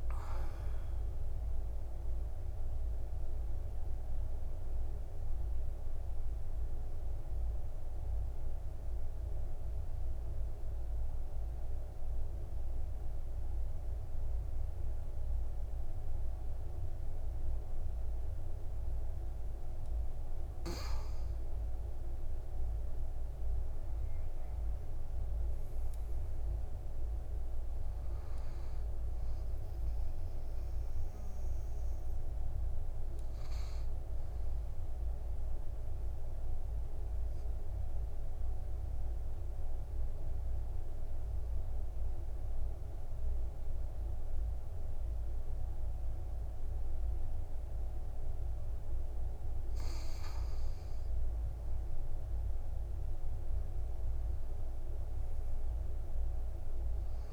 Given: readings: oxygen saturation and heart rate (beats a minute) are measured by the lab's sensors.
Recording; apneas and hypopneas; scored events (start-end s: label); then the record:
breathing in sleep, hard to hear, by a room microphone; 2
0.00-1.50 s: arousal
5.50-20.50 s: central apnea (oxygen 99% before, 94% lowest, heart rate 64 before, 46 extreme, up 9 after)
11.50-57.33 s: new sleep stage, N2 (light sleep)
24.00-28.00 s: arousal
24.50-49.50 s: oxygen desaturation (device-marked, oxygen 99% before, 94% lowest, heart rate 61 before, 46 extreme)
36.50-51.50 s: obstructive apnea (oxygen 99% before, 90% lowest, heart rate 56 before, 54 extreme, up 10 after)
55.00-57.33 s: arousal
From the record:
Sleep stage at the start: N1 (lightest sleep); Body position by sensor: on the back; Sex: male